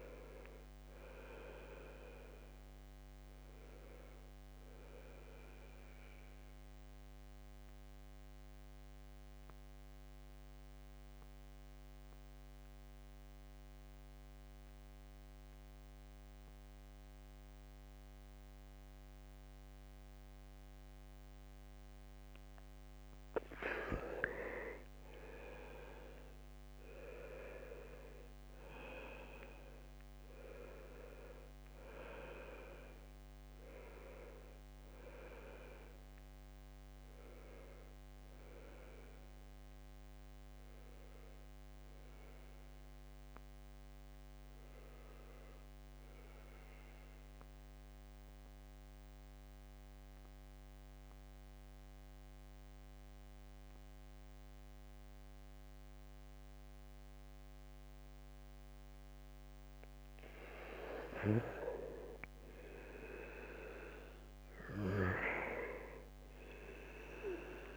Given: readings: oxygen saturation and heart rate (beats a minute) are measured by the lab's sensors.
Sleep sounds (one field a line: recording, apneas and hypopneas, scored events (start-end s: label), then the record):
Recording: breathing in sleep by a microphone on the trachea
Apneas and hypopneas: 2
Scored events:
0.00-23.00 s: oxygen desaturation (device-marked, oxygen 91% lowest, heart rate 68 extreme)
4.00-22.00 s: central apnea (oxygen 97% before, 88% lowest, heart rate 71 before, 68 extreme, up 4 after)
23.50-26.50 s: arousal
33.00-50.00 s: oxygen desaturation (device-marked, oxygen 98% before, 89% lowest, heart rate 70 before, 67 extreme)
38.50-58.50 s: obstructive apnea (oxygen 98% before, 88% lowest, heart rate 70 before, 67 extreme, up 2 after)
60.00-63.50 s: arousal
From the record:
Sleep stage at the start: N2 (light sleep)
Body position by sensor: on the back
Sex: male